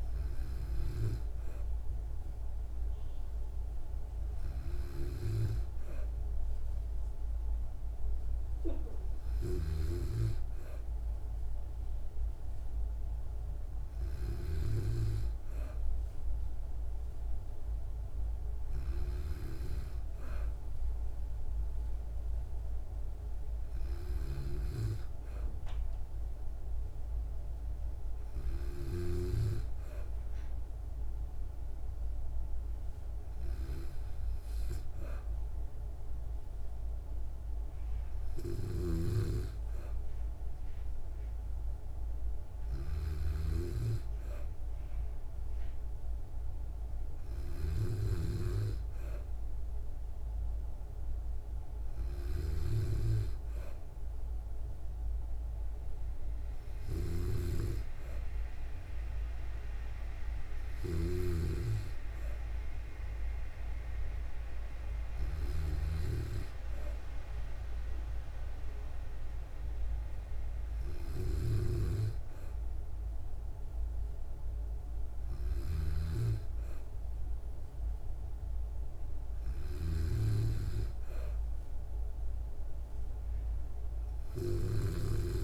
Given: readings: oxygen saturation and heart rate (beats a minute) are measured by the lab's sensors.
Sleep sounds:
breathing in sleep by a room microphone; none
38.50-43.50 s: snoring (device-marked)
75.50-85.44 s: snoring (device-marked)
From the record:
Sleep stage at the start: N2 (light sleep); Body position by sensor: on the back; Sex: female

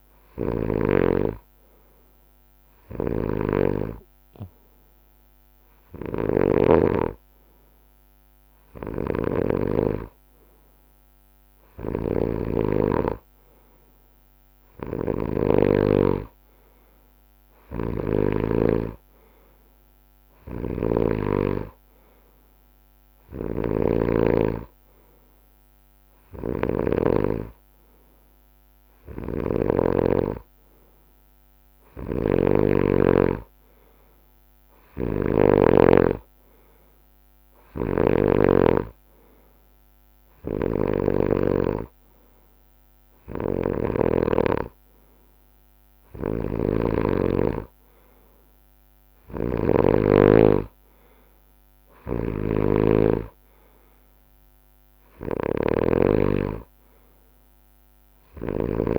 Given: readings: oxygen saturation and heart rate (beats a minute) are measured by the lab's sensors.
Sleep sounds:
breathing in sleep by a microphone on the trachea; none
0.00-1.00 s: snoring (device-marked)
3.00-15.50 s: snoring (device-marked)
17.50-27.00 s: snoring (device-marked)
29.00-35.50 s: snoring (device-marked)
37.50-44.00 s: snoring (device-marked)
46.00-50.00 s: snoring (device-marked)
52.00-58.98 s: snoring (device-marked)
From the record:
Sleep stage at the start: N2 (light sleep); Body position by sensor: on the right side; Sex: male

